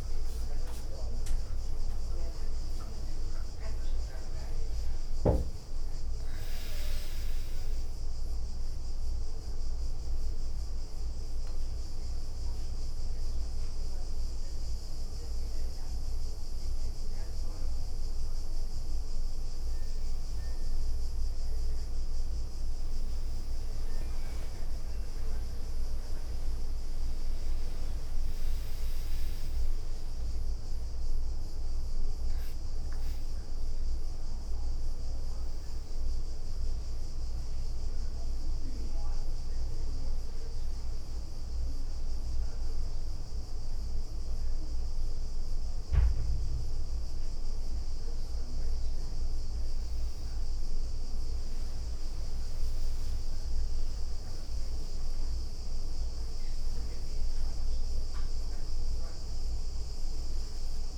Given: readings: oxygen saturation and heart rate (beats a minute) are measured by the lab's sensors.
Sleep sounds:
a person awake in a sleep study, hard to hear, by a room microphone; none
0.00-2.00 s: leg movement (device-marked)
11.00-17.00 s: leg movement (device-marked)
17.50-21.50 s: leg movement (device-marked)
21.50-27.50 s: tachycardia (device-marked, heart rate 74 before, 122 extreme)
21.50-30.50 s: leg movement (device-marked)
25.00-27.00 s: long interval between heartbeats (device-marked, heart rate 76 before, 111 extreme)
27.00-29.00 s: long interval between heartbeats (device-marked, heart rate 79 before, 122 extreme)
51.50-55.00 s: leg movement (device-marked)
54.50-60.98 s: tachycardia (device-marked, heart rate 75 before, 146 extreme)
56.50-58.50 s: long interval between heartbeats (device-marked, heart rate 75 before, 97 extreme)
59.00-60.98 s: long interval between heartbeats (device-marked, heart rate 78 before, 129 extreme)
From the record:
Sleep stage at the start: awake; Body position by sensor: on the back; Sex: female

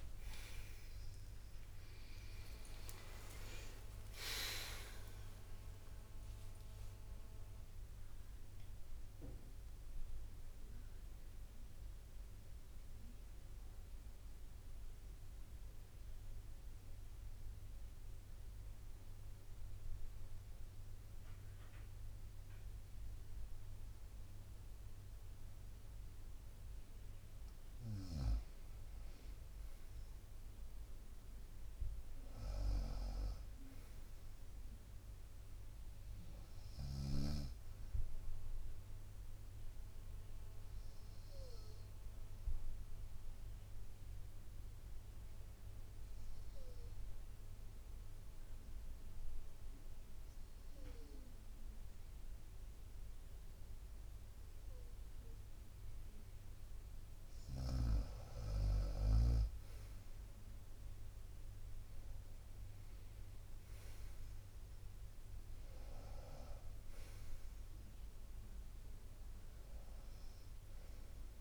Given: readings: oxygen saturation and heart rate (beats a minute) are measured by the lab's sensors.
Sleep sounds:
breathing in sleep by a room microphone; 2
0.00-4.50 s: arousal
0.00-8.00 s: tachycardia (device-marked, heart rate 144 extreme)
1.00-16.00 s: drop in pulse transit time (device-marked, heart rate 65 before, 65 extreme)
5.00-7.00 s: long interval between heartbeats (device-marked, heart rate 76 before, 126 extreme)
13.50-27.00 s: central apnea (oxygen 96% before, 93% lowest, heart rate 96 before, 57 extreme, up 6 after)
15.00-22.00 s: bradycardia (device-marked, heart rate 72 before, 57 extreme)
31.00-35.00 s: arousal
35.00-39.00 s: bradycardia (device-marked, heart rate 72 before, 59 extreme)
36.00-49.00 s: oxygen desaturation (device-marked, oxygen 99% before, 95% lowest, heart rate 60 before, 59 extreme)
41.00-56.50 s: obstructive apnea (oxygen 99% before, 93% lowest, heart rate 60 before, 56 extreme, up 5 after)
58.00-71.41 s: drop in pulse transit time (device-marked, heart rate 60 before, 60 extreme)
58.50-61.00 s: arousal
61.00-71.41 s: oxygen desaturation (device-marked, oxygen 97% before, 93% lowest, heart rate 61 before, 56 extreme)
67.00-69.00 s: long interval between heartbeats (device-marked, heart rate 62 before, 67 extreme)
70.00-71.41 s: bradycardia (device-marked, heart rate 71 before, 56 extreme)
From the record:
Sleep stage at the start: N2 (light sleep); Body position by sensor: on the right side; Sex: female

